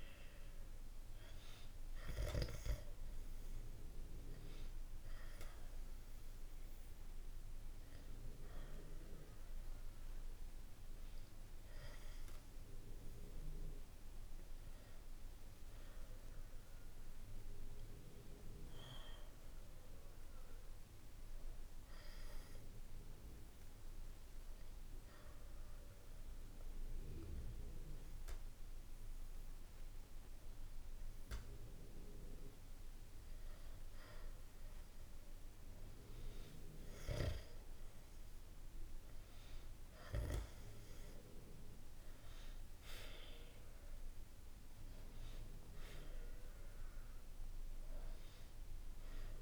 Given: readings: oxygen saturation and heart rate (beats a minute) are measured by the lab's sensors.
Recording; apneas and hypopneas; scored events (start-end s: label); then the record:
breathing in sleep by a room microphone; 1
19.50-34.50 s: hypopnea (oxygen 94% before, 91% lowest, heart rate 66 before, 61 extreme)
36.50-42.50 s: arousal
From the record:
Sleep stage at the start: N2 (light sleep); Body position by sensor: on the back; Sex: male